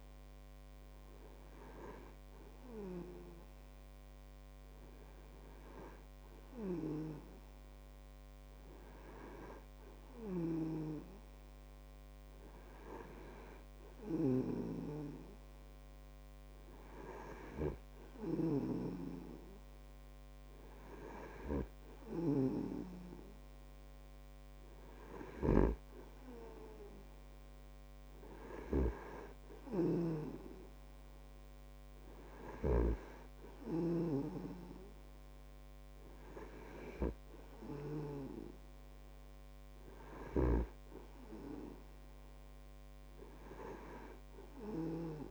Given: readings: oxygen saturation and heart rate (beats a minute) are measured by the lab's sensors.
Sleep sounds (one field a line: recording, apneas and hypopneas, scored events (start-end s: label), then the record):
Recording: breathing in sleep by a microphone on the trachea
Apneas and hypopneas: none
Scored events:
11.00-23.00 s: snoring (device-marked)
From the record:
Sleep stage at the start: N2 (light sleep)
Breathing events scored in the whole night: 132 in 5.1 hours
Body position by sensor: on the back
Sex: male